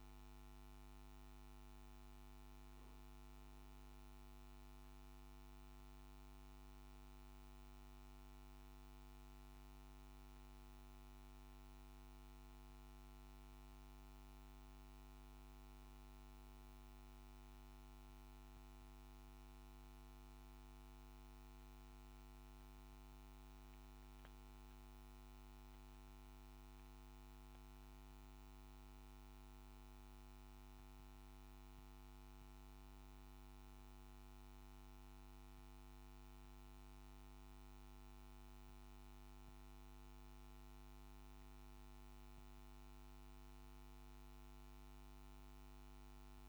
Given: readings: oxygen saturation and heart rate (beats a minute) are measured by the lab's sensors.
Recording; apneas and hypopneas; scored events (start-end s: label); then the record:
breathing in sleep, hard to hear, by a microphone on the trachea; none
none scored
From the record:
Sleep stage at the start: N2 (light sleep); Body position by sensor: on the back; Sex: male